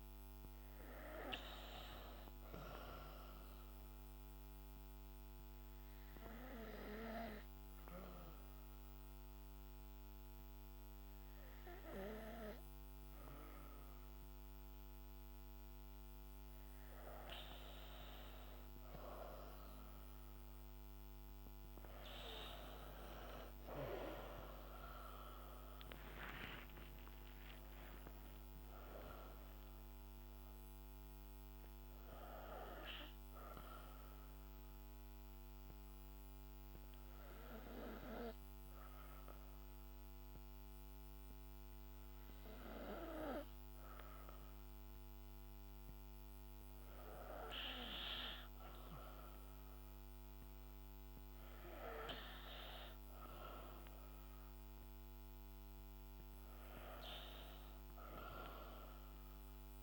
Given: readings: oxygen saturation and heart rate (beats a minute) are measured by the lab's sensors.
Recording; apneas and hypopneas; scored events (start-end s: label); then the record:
breathing in sleep by a microphone on the trachea; 2
4.50-16.00 s: obstructive apnea (oxygen 96% before, 90% lowest, heart rate 67 before, 61 extreme, up 11 after)
18.00-22.00 s: arousal
23.50-44.50 s: oxygen desaturation (device-marked, oxygen 95% before, 90% lowest, heart rate 66 before, 64 extreme)
34.50-47.00 s: hypopnea (oxygen 95% before, 91% lowest, heart rate 70 before, 64 extreme, up 4 after)
48.50-51.50 s: arousal
53.50-59.83 s: oxygen desaturation (device-marked, oxygen 99% before, 95% lowest, heart rate 66 before, 64 extreme)
From the record:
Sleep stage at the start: N2 (light sleep); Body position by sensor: on the back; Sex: female